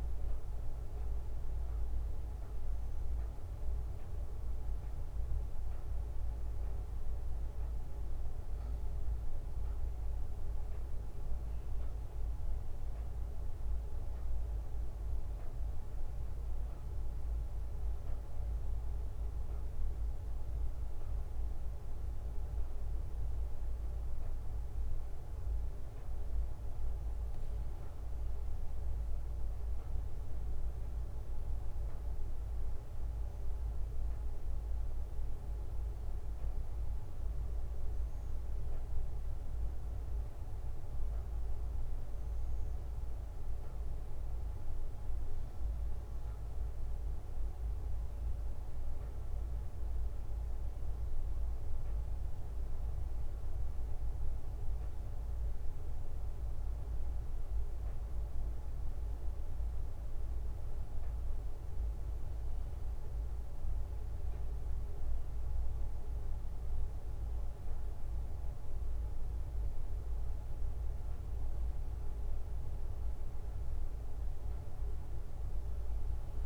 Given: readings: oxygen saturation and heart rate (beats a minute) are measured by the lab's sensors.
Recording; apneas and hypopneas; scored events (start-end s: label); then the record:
a person partly awake in a sleep study, hard to hear, by a room microphone; none
37.50-67.50 s: new sleep stage, awake
67.50-76.46 s: new sleep stage, N2 (light sleep)
From the record:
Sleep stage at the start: N1 (lightest sleep); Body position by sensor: on the right side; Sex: male